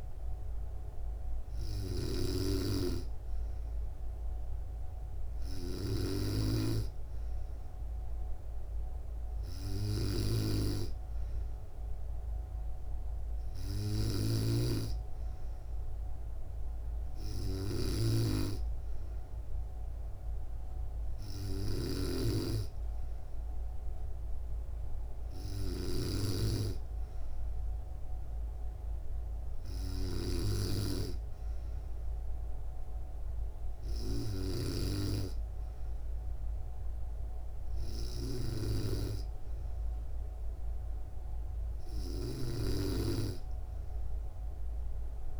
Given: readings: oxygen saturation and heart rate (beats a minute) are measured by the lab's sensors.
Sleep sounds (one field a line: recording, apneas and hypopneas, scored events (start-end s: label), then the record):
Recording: breathing in sleep by a room microphone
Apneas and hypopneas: none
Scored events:
5.50-45.40 s: snoring (device-marked)
32.50-34.50 s: bradycardia (device-marked, heart rate 68 before, 67 extreme)
From the record:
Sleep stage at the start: N2 (light sleep)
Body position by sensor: on the back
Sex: female